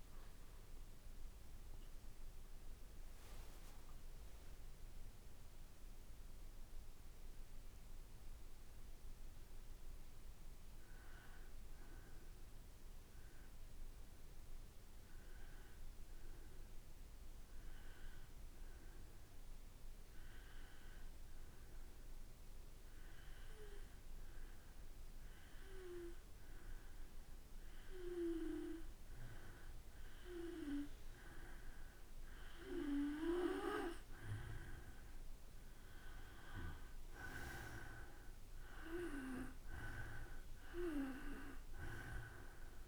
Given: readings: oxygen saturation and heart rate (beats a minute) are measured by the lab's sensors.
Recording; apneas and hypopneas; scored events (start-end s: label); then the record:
breathing in sleep by a room microphone; 1
0.00-2.50 s: arousal
13.00-31.00 s: hypopnea (oxygen 94% before, 90% lowest, heart rate 59 before, 53 extreme, up 6 after)
32.00-42.88 s: oxygen desaturation (device-marked, oxygen 96% before, 90% lowest, heart rate 54 before, 54 extreme)
33.00-37.00 s: arousal
From the record:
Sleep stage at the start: N2 (light sleep); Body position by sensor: on the back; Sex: male